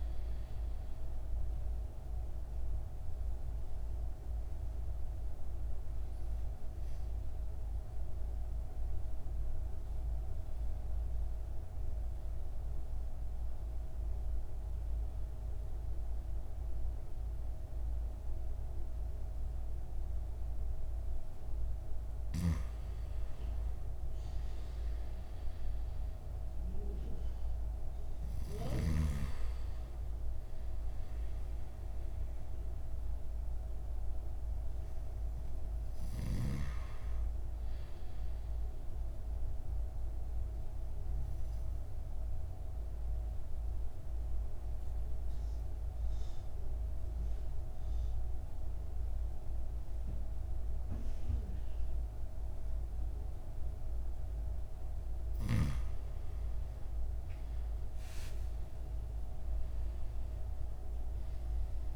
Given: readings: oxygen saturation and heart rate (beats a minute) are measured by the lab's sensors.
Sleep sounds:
breathing in sleep, hard to hear, by a room microphone; 2
0.00-14.50 s: oxygen desaturation (device-marked, oxygen 92% lowest, heart rate 51 extreme)
1.50-20.50 s: obstructive apnea (oxygen 98% before, 92% lowest, heart rate 58 before, 51 extreme, up 6 after)
23.00-27.00 s: arousal
25.50-45.50 s: oxygen desaturation (device-marked, oxygen 98% before, 93% lowest, heart rate 53 before, 53 extreme)
38.00-54.50 s: obstructive apnea (oxygen 98% before, 93% lowest, heart rate 55 before, 53 extreme, up 10 after)
60.50-61.96 s: oxygen desaturation (device-marked, oxygen 98% before, 93% lowest, heart rate 55 before, 56 extreme)
From the record:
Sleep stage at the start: N2 (light sleep); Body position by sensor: on the back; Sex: male

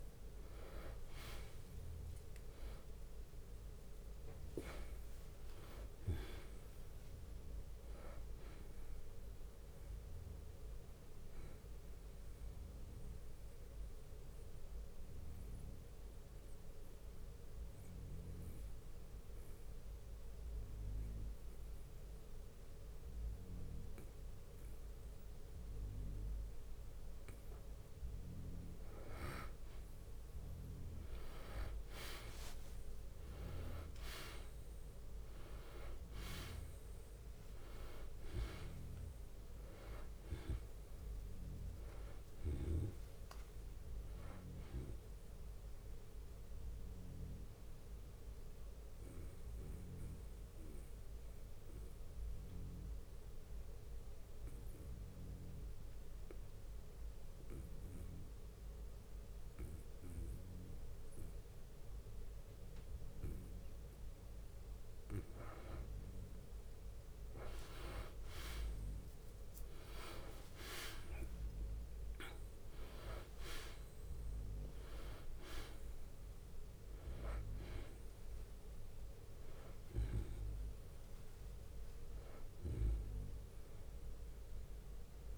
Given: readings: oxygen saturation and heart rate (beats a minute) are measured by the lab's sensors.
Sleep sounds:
breathing in sleep by a room microphone; 2
0.00-1.00 s: arousal
0.00-5.50 s: tachycardia (device-marked, heart rate 140 extreme)
0.00-7.50 s: drop in pulse transit time (device-marked, heart rate 54 extreme)
0.00-23.50 s: oxygen desaturation (device-marked, oxygen 89% lowest, heart rate 47 extreme)
4.00-6.00 s: long interval between heartbeats (device-marked, heart rate 71 before, 132 extreme)
7.50-12.50 s: bradycardia (device-marked, heart rate 73 before, 54 extreme)
12.50-26.50 s: obstructive apnea (oxygen 97% before, 89% lowest, heart rate 92 before, 47 extreme)
16.50-32.50 s: bradycardia (device-marked, heart rate 73 before, 47 extreme)
28.50-33.00 s: arousal
33.50-43.50 s: drop in pulse transit time (device-marked, heart rate 56 before, 54 extreme)
36.00-38.00 s: long interval between heartbeats (device-marked, heart rate 56 before, 65 extreme)
40.50-59.50 s: oxygen desaturation (device-marked, oxygen 97% before, 92% lowest, heart rate 57 before, 57 extreme)
41.50-43.50 s: bradycardia (device-marked, heart rate 73 before, 59 extreme)
44.50-48.50 s: bradycardia (device-marked, heart rate 73 before, 56 extreme)
45.50-64.50 s: mixed apnea (oxygen 98% before, 91% lowest, heart rate 57 before, 57 extreme, up 4 after)
50.50-65.50 s: bradycardia (device-marked, heart rate 73 before, 57 extreme)
67.00-71.50 s: arousal
68.50-81.50 s: drop in pulse transit time (device-marked, heart rate 58 before, 57 extreme)
68.50-85.38 s: oxygen desaturation (device-marked, oxygen 98% before, 91% lowest, heart rate 58 before, 52 extreme)
From the record:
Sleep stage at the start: N2 (light sleep); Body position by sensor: on the back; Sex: male

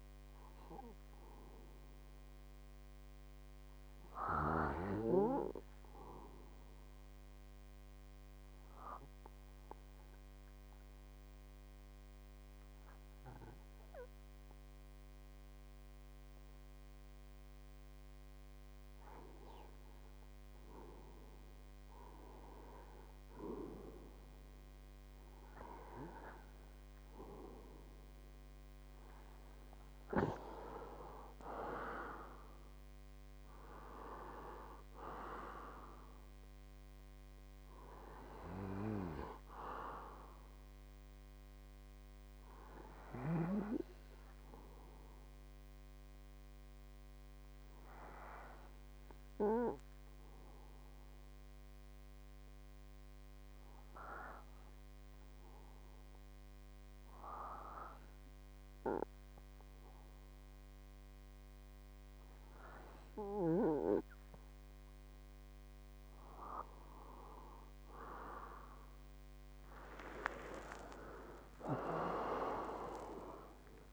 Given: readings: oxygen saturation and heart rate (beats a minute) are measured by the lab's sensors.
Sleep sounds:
breathing in sleep by a microphone on the trachea; 2
6.00-18.50 s: obstructive apnea (oxygen 97% before, 92% lowest, heart rate 64 before, 53 extreme, up 6 after)
30.00-34.00 s: arousal
35.50-55.50 s: oxygen desaturation (device-marked, oxygen 95% before, 92% lowest, heart rate 65 before, 64 extreme)
46.00-64.50 s: hypopnea (oxygen 95% before, 93% lowest, heart rate 74 before, 64 extreme, up 22 after)
55.50-73.93 s: new sleep stage, awake
From the record:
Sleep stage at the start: N2 (light sleep); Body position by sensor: on the right side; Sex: male

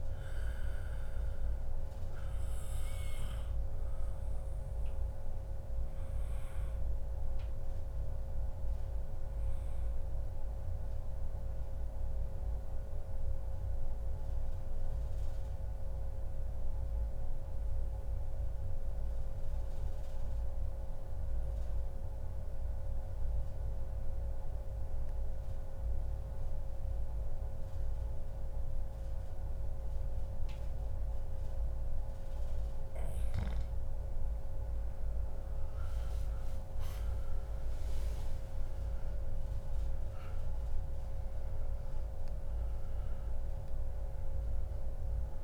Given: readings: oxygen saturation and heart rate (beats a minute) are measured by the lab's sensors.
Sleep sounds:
breathing in sleep, hard to hear, by a room microphone; 1
0.00-10.00 s: oxygen desaturation (device-marked, oxygen 91% lowest, heart rate 84 extreme)
1.00-31.50 s: obstructive apnea (oxygen 98% before, 91% lowest, heart rate 142 before, 84 extreme, up 52 after)
25.50-27.50 s: long interval between heartbeats (device-marked, heart rate 108 before, 102 extreme)
30.00-32.00 s: long interval between heartbeats (device-marked, heart rate 107 before, 89 extreme)
35.00-40.00 s: arousal
From the record:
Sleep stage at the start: N2 (light sleep); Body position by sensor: on the back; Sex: male

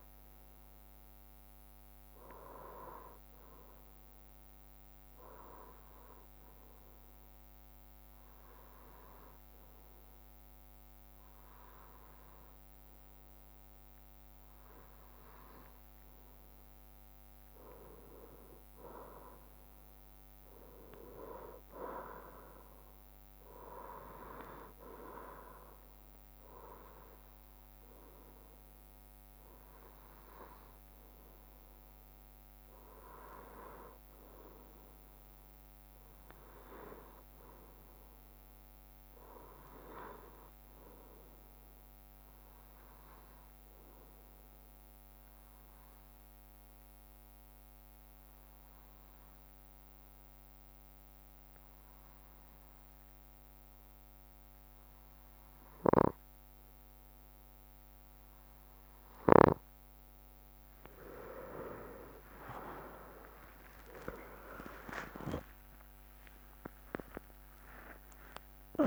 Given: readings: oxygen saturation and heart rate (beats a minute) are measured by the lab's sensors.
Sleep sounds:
breathing in sleep by a microphone on the trachea; 2
5.50-17.00 s: hypopnea (oxygen 97% before, 93% lowest, heart rate 66 before, 64 extreme, up 2 after)
19.50-23.00 s: arousal
41.50-58.50 s: obstructive apnea (oxygen 97% before, 93% lowest, heart rate 66 before, 64 extreme, up 13 after)
61.00-67.00 s: arousal
65.50-67.50 s: long interval between heartbeats (device-marked, heart rate 66 before, 79 extreme)
65.50-68.50 s: tachycardia (device-marked, heart rate 65 before, 97 extreme)
67.50-68.87 s: long interval between heartbeats (device-marked, heart rate 68 before, 97 extreme)
From the record:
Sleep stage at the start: N2 (light sleep); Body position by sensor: on the right side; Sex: male

